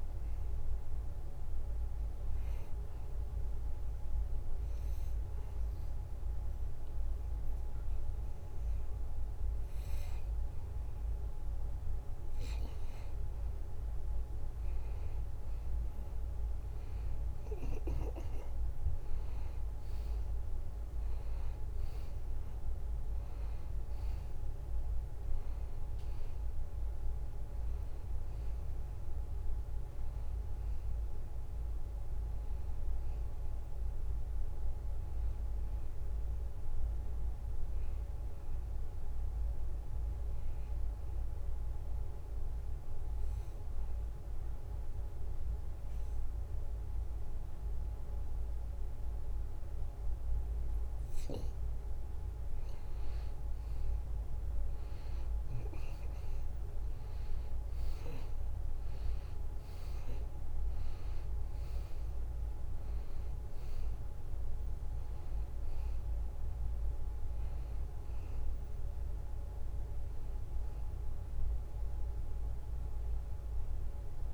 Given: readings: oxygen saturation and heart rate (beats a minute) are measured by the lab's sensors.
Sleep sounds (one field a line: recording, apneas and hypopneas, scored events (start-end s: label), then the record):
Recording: breathing in sleep, hard to hear, by a room microphone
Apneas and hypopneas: 2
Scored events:
2.50-13.00 s: obstructive apnea (oxygen 94% before, 88% lowest, heart rate 74 before, 71 extreme, up 1 after)
16.00-20.00 s: arousal
21.50-42.50 s: oxygen desaturation (device-marked, oxygen 93% before, 90% lowest, heart rate 72 before, 72 extreme)
41.50-51.50 s: obstructive apnea (oxygen 94% before, 88% lowest, heart rate 75 before, 72 extreme, up 1 after)
54.00-58.00 s: arousal
55.50-74.33 s: oxygen desaturation (device-marked, oxygen 95% before, 88% lowest, heart rate 73 before, 71 extreme)
From the record:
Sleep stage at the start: N2 (light sleep)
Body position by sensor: on the back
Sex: male